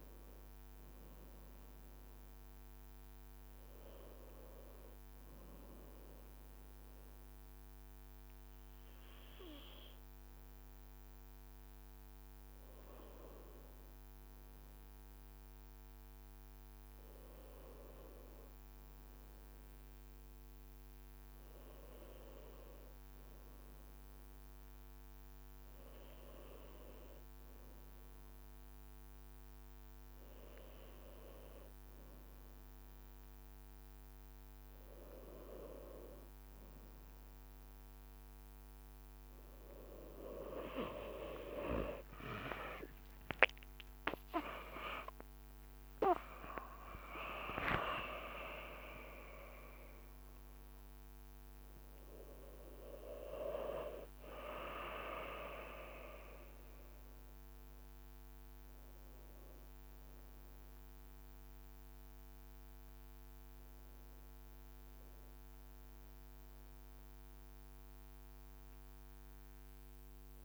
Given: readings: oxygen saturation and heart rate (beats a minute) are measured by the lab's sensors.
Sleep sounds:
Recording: breathing in sleep by a microphone on the trachea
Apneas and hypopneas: none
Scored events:
14.00-20.50 s: leg movement (device-marked)
25.00-30.50 s: leg movement (device-marked)
41.50-46.50 s: arousal
53.00-57.50 s: leg movement (device-marked)
From the record:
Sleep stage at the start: N1 (lightest sleep)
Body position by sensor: on the back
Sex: male

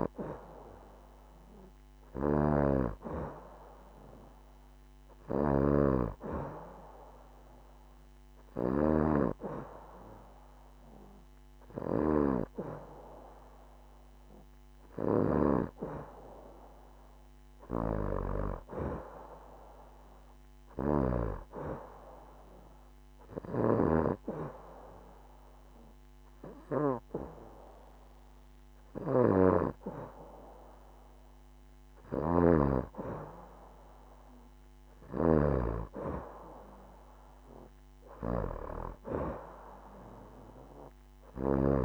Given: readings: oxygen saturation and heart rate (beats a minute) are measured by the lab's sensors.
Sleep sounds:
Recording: breathing in sleep by a microphone on the trachea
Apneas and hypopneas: none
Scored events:
none scored
From the record:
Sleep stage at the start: N2 (light sleep)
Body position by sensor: on the back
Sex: female

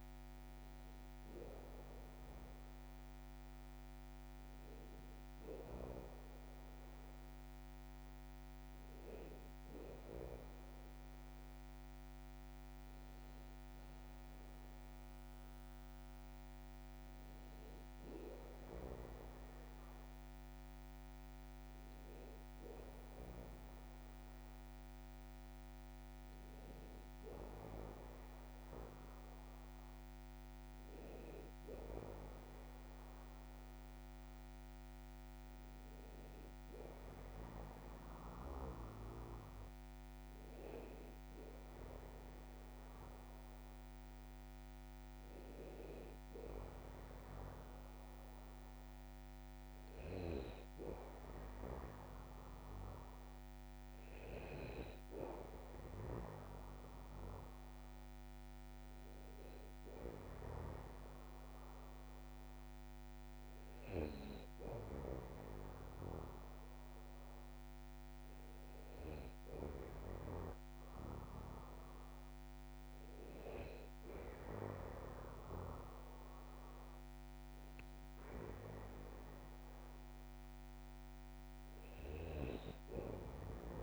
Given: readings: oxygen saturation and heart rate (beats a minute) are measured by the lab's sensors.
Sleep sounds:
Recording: breathing in sleep by a microphone on the trachea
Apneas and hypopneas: none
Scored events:
none scored
From the record:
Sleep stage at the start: N2 (light sleep)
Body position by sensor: on the back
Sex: male

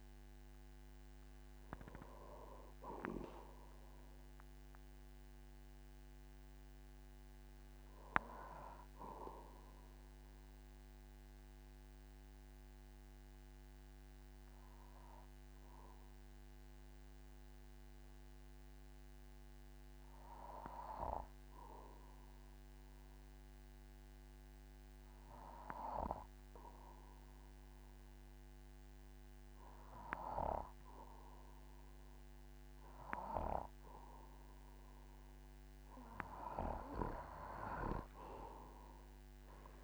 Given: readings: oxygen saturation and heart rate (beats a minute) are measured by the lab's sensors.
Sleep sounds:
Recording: breathing in sleep by a microphone on the trachea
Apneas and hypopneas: 1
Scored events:
0.00-23.50 s: oxygen desaturation (device-marked, oxygen 91% lowest, heart rate 47 extreme)
10.50-35.50 s: obstructive apnea (oxygen 98% before, 91% lowest, heart rate 56 before, 48 extreme, up 11 after)
37.50-39.84 s: oxygen desaturation (device-marked, oxygen 99% before, 95% lowest, heart rate 50 before, 47 extreme)
From the record:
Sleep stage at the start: N2 (light sleep)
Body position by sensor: on the back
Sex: male

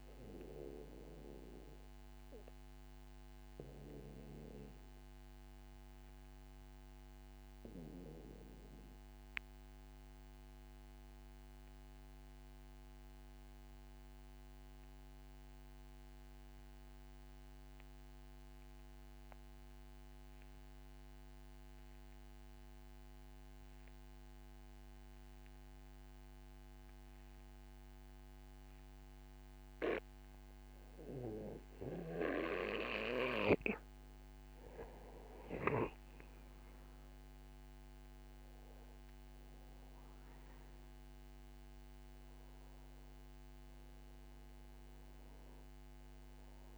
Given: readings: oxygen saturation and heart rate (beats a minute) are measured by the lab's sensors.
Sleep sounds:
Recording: breathing in sleep by a microphone on the trachea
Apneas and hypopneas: 1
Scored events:
0.00-14.50 s: oxygen desaturation (device-marked, oxygen 92% lowest, heart rate 27 extreme)
3.00-31.50 s: obstructive apnea (oxygen 97% before, 91% lowest)
29.50-30.50 s: oxygen desaturation (device-marked, oxygen 97% before, 95% lowest)
35.00-39.00 s: arousal
From the record:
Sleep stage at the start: N2 (light sleep)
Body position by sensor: on the back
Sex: male

